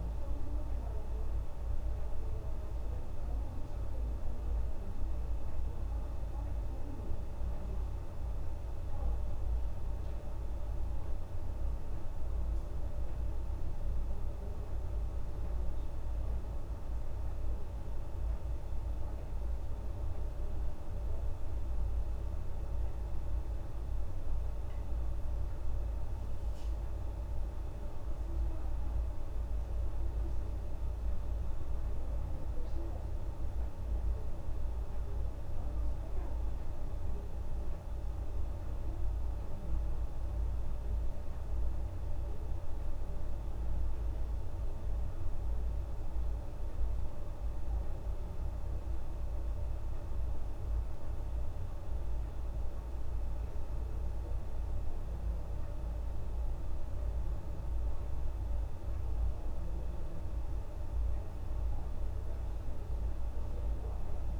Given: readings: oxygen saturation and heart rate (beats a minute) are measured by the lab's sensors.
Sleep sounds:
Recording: breathing in sleep, hard to hear, by a room microphone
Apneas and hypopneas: none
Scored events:
none scored
From the record:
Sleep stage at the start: N1 (lightest sleep)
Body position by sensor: on the back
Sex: female

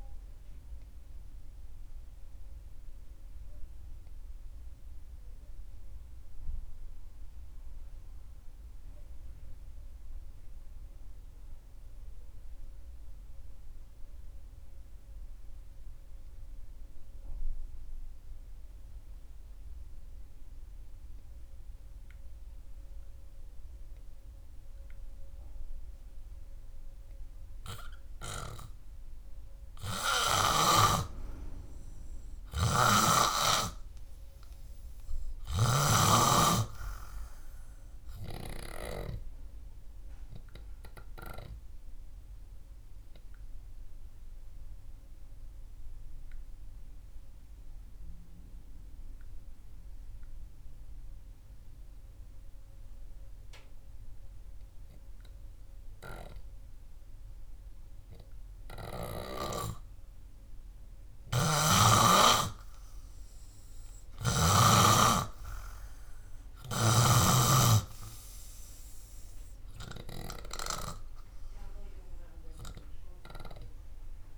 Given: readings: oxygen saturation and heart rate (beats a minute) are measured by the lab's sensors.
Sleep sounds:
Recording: breathing in sleep by a room microphone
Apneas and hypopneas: 2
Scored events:
0.00-13.00 s: oxygen desaturation (device-marked, oxygen 92% lowest, heart rate 57 extreme)
3.50-25.50 s: obstructive apnea (oxygen 97% before, 92% lowest, heart rate 67 before, 57 extreme)
15.00-32.00 s: oxygen desaturation (device-marked, oxygen 98% before, 95% lowest, heart rate 70 before, 57 extreme)
32.50-36.50 s: arousal
36.00-39.50 s: snoring (device-marked)
45.00-57.00 s: obstructive apnea (oxygen 99% before, 93% lowest, heart rate 61 before, 58 extreme)
61.00-64.00 s: arousal
From the record:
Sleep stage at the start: N3 (deep sleep)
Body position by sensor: on the back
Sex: male

